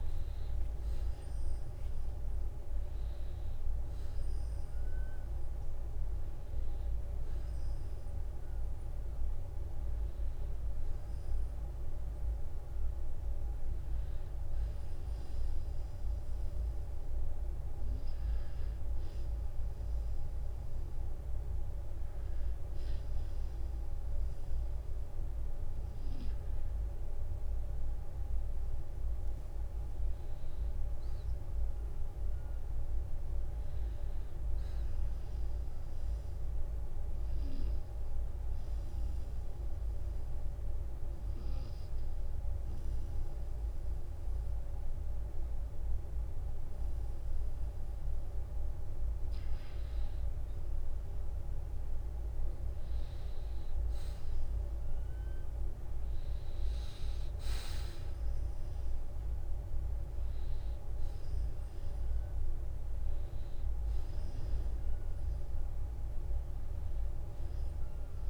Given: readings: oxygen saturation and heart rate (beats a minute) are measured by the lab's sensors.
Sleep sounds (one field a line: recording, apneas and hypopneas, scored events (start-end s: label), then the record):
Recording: breathing in sleep, hard to hear, by a room microphone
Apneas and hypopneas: 1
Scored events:
0.00-25.50 s: oxygen desaturation (device-marked, oxygen 84% lowest, heart rate 45 extreme)
2.50-4.50 s: long interval between heartbeats (device-marked, heart rate 60 before, 57 extreme)
28.00-32.00 s: arousal
32.50-34.50 s: long interval between heartbeats (device-marked, heart rate 55 before, 56 extreme)
36.50-49.00 s: obstructive apnea (oxygen 95% before, 89% lowest, heart rate 55 before, 45 extreme, up 13 after)
56.00-61.50 s: arousal
65.00-67.00 s: long interval between heartbeats (device-marked, heart rate 54 before, 68 extreme)
From the record:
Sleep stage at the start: N2 (light sleep)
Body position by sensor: on the back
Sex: male